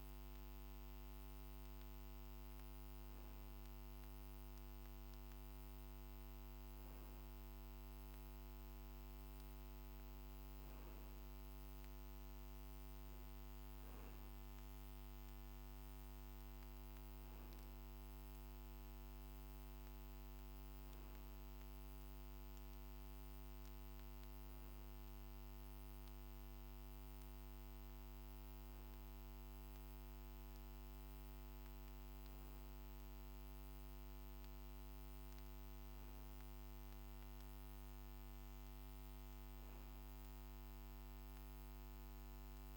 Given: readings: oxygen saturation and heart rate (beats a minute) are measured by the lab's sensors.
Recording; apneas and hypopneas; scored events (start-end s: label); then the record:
breathing in sleep, hard to hear, by a microphone on the trachea; none
none scored
From the record:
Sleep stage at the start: N2 (light sleep); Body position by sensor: on the back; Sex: male